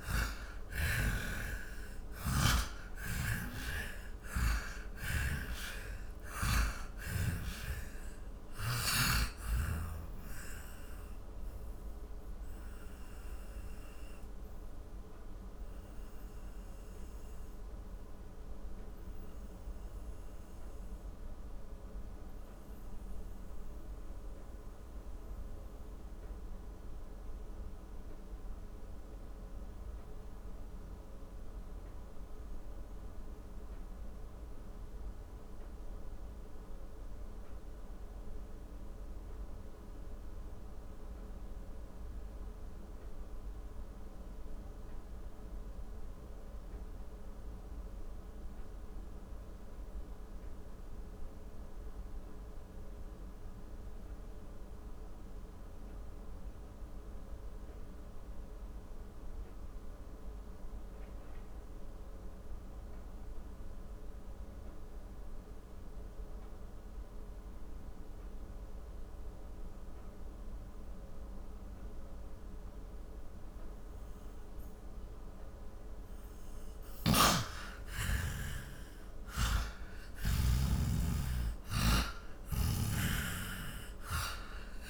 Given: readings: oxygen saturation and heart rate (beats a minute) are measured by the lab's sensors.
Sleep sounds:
breathing in sleep by a room microphone; 1
0.00-1.00 s: snoring (device-marked)
0.00-9.00 s: oxygen desaturation (device-marked, oxygen 89% lowest, heart rate 49 extreme)
3.00-7.50 s: snoring (device-marked)
12.00-76.50 s: mixed apnea (oxygen 96% before, 79% lowest, heart rate 69 before, 42 extreme, up 21 after)
14.00-42.00 s: oxygen desaturation (device-marked, oxygen 91% before, 79% lowest, heart rate 70 before, 42 extreme)
71.00-84.90 s: oxygen desaturation (device-marked, oxygen 98% before, 83% lowest, heart rate 46 before, 40 extreme)
77.00-80.50 s: snoring (device-marked)
77.50-82.00 s: arousal
82.50-84.90 s: snoring (device-marked)
From the record:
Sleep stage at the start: N2 (light sleep); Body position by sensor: on the back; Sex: male

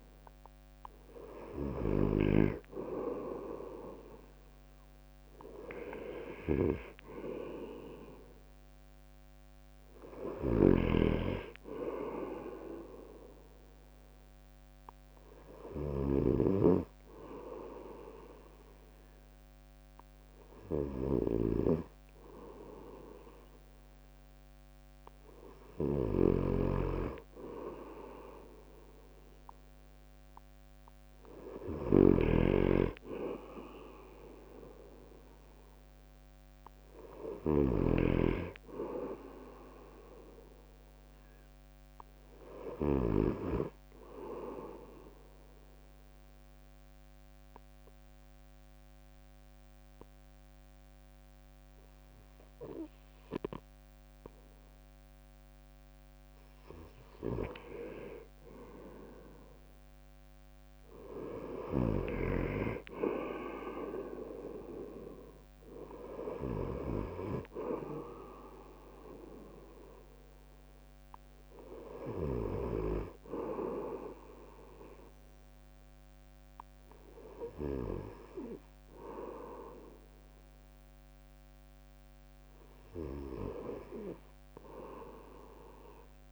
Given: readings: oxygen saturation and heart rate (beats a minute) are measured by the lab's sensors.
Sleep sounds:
breathing in sleep by a microphone on the trachea; 1
0.00-6.00 s: drop in pulse transit time (device-marked, heart rate 63 extreme)
44.00-57.50 s: obstructive apnea (oxygen 97% before, 94% lowest, heart rate 60 before, 53 extreme, up 12 after)
59.50-62.50 s: arousal
From the record:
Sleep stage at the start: N2 (light sleep); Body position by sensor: on the right side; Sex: male

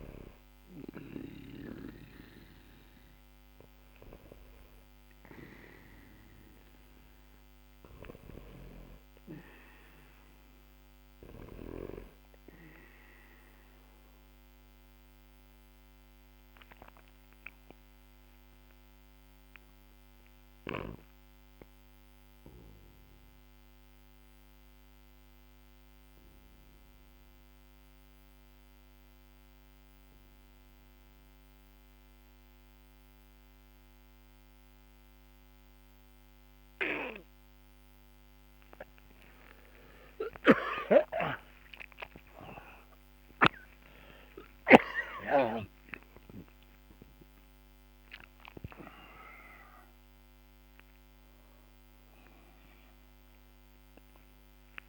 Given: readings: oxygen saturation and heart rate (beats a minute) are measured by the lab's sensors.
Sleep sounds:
breathing in sleep by a microphone on the trachea; 1
1.00-22.00 s: oxygen desaturation (device-marked, oxygen 99% before, 95% lowest, heart rate 57 before, 48 extreme)
15.00-40.00 s: obstructive apnea (oxygen 100% before, 91% lowest, heart rate 56 before, 48 extreme, up 16 after)
47.00-54.89 s: oxygen desaturation (device-marked, oxygen 97% before, 91% lowest, heart rate 59 before, 61 extreme)
From the record:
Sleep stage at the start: N2 (light sleep); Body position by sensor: on the back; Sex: male

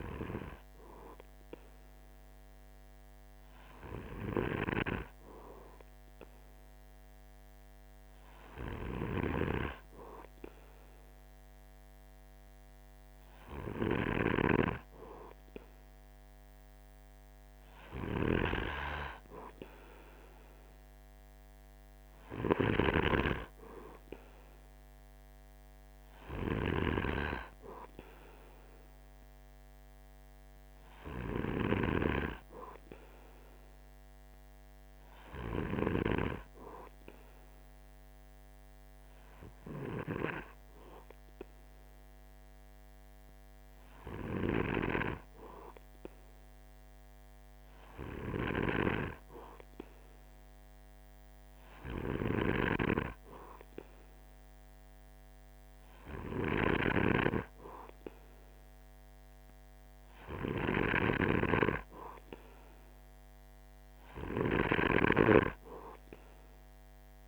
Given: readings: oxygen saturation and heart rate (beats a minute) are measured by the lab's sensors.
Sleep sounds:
breathing in sleep by a microphone on the trachea; 1
31.00-35.00 s: arousal
37.00-49.50 s: hypopnea (oxygen 96% before, 94% lowest, heart rate 47 before, 47 extreme, up 1 after)
50.50-54.50 s: arousal
From the record:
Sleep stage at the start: N2 (light sleep); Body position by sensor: on the right side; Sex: male

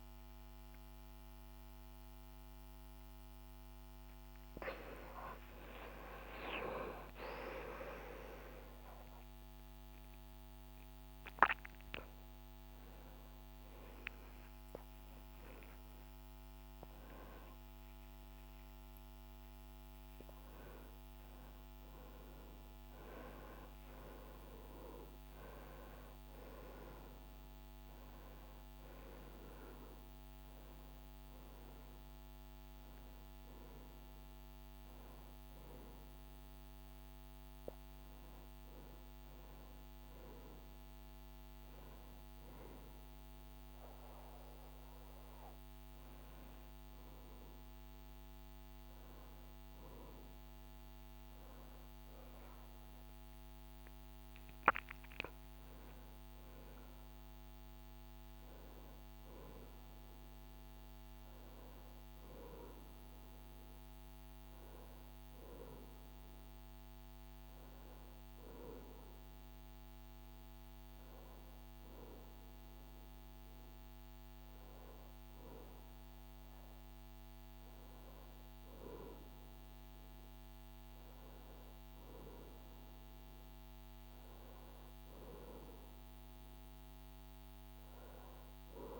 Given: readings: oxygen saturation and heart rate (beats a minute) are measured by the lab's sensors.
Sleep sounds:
a person partly awake in a sleep study, by a microphone on the trachea; none
26.00-89.00 s: new sleep stage, N1 (lightest sleep)
From the record:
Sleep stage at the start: awake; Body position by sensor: on the back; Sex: male

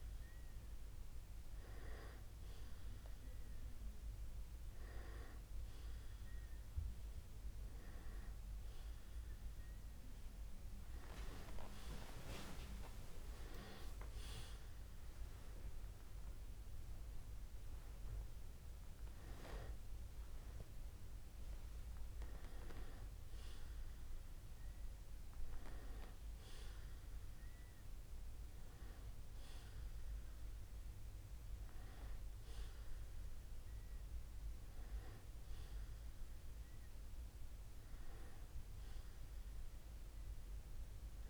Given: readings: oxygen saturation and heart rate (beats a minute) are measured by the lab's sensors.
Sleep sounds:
breathing in sleep by a room microphone; none
none scored
From the record:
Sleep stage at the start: N2 (light sleep); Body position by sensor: on the back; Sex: male

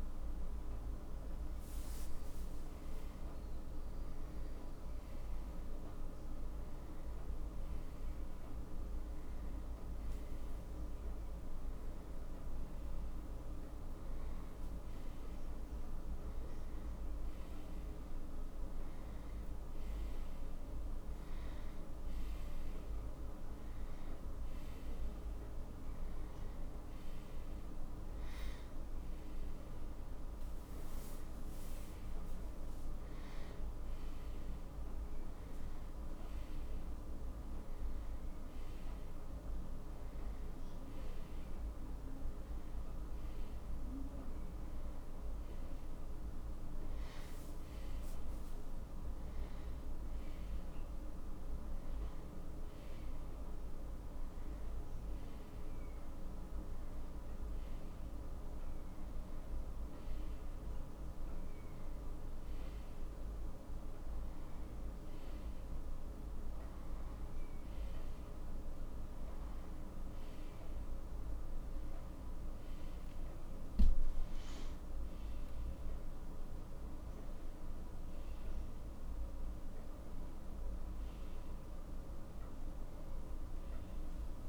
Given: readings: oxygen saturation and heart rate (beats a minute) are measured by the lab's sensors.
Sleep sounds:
a person partly awake in a sleep study, hard to hear, by a room microphone; none
20.50-50.50 s: new sleep stage, N1 (lightest sleep)
50.50-84.49 s: new sleep stage, N2 (light sleep)
From the record:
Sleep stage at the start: awake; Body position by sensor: on the back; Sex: male

